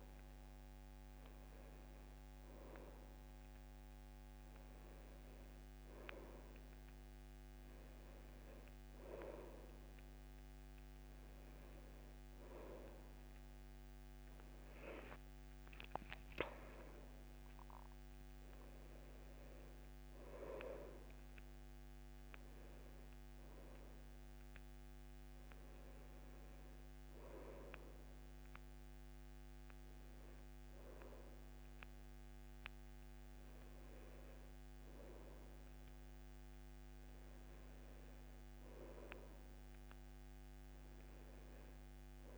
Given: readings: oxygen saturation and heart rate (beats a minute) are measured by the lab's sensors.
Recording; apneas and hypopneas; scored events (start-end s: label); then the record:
breathing in sleep by a microphone on the trachea; none
none scored
From the record:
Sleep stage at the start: N1 (lightest sleep); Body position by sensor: on the back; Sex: male